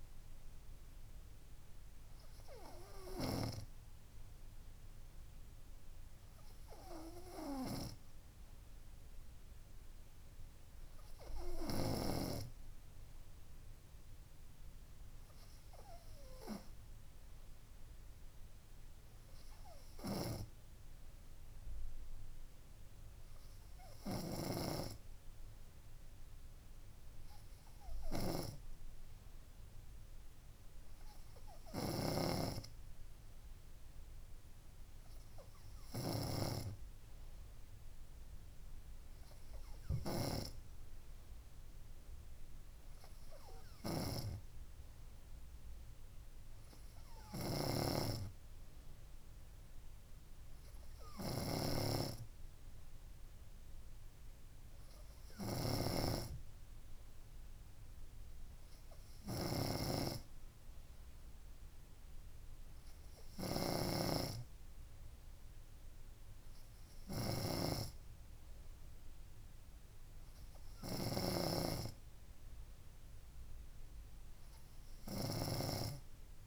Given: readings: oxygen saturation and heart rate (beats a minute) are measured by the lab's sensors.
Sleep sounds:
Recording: breathing in sleep by a room microphone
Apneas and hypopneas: none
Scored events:
3.00-5.00 s: long interval between heartbeats (device-marked, heart rate 63 before, 71 extreme)
From the record:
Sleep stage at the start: N3 (deep sleep)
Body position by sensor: on the front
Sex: female

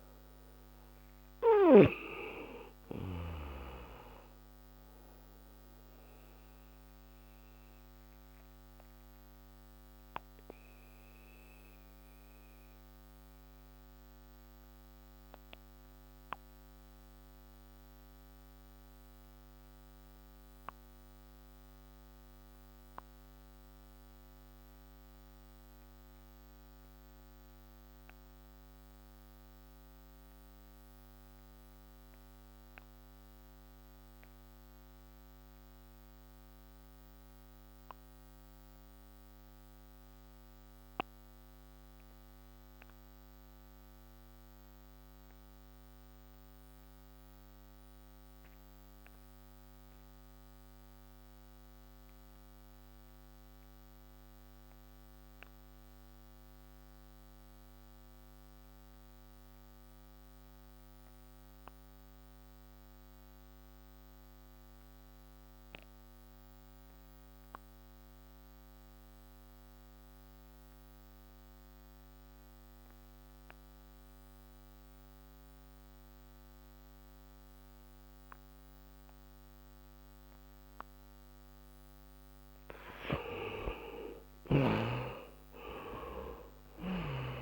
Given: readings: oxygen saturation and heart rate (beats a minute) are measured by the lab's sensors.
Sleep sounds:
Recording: breathing in sleep by a microphone on the trachea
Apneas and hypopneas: 1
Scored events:
0.00-29.50 s: oxygen desaturation (device-marked, oxygen 66% lowest)
4.50-82.00 s: obstructive apnea (oxygen 93% before, 61% lowest)
46.50-87.42 s: oxygen desaturation (device-marked, oxygen 97% before, 61% lowest)
84.50-87.42 s: arousal
From the record:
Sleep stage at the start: REM sleep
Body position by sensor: on the back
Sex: male

